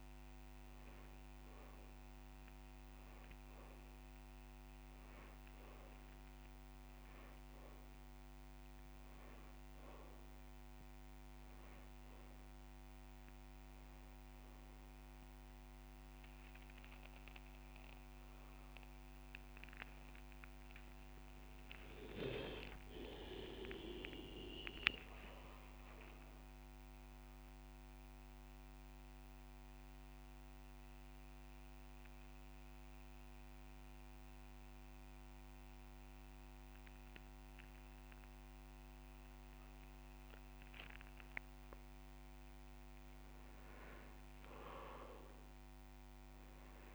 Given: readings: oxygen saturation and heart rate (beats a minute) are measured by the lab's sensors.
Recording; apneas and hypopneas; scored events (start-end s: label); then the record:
breathing in sleep by a microphone on the trachea; 1
6.50-8.50 s: long interval between heartbeats (device-marked)
18.50-20.50 s: long interval between heartbeats (device-marked)
21.00-24.50 s: arousal
24.00-26.00 s: long interval between heartbeats (device-marked)
27.50-42.50 s: mixed apnea (oxygen 98% before, 93% lowest)
30.00-32.00 s: long interval between heartbeats (device-marked)
44.00-46.95 s: arousal
From the record:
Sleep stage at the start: N2 (light sleep); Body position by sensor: on the back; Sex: male